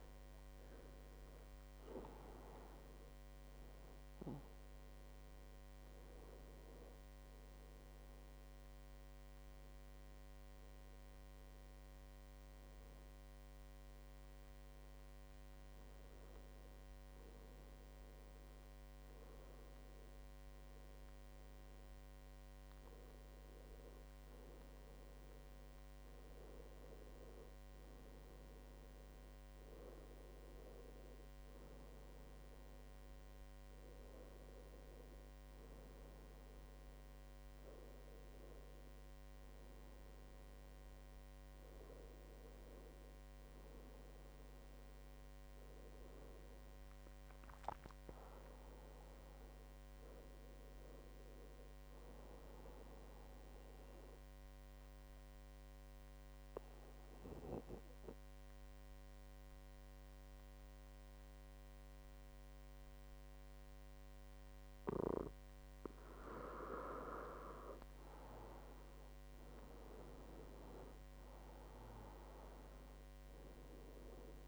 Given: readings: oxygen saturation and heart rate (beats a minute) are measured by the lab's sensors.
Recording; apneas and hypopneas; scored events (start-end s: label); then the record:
breathing in sleep by a microphone on the trachea; 2
0.00-21.00 s: oxygen desaturation (device-marked, oxygen 89% lowest, heart rate 69 extreme)
8.50-23.50 s: hypopnea (oxygen 98% before, 89% lowest, heart rate 73 before, 69 extreme)
25.50-29.00 s: arousal
54.00-66.50 s: mixed apnea (oxygen 99% before, 91% lowest, heart rate 71 before, 66 extreme, up 10 after)
66.00-74.48 s: oxygen desaturation (device-marked, oxygen 97% before, 93% lowest, heart rate 71 before, 65 extreme)
69.50-74.00 s: arousal
From the record:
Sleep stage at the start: N2 (light sleep); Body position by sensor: on the back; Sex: male